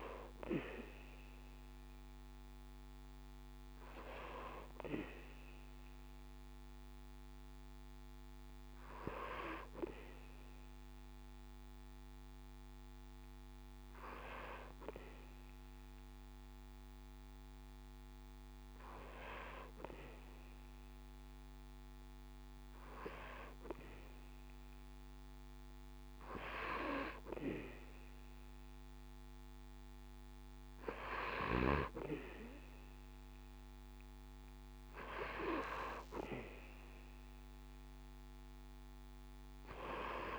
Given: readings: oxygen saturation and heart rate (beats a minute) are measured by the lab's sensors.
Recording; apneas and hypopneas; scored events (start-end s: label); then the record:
breathing in sleep by a microphone on the trachea; none
none scored
From the record:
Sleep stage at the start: N2 (light sleep); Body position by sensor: on the back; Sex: male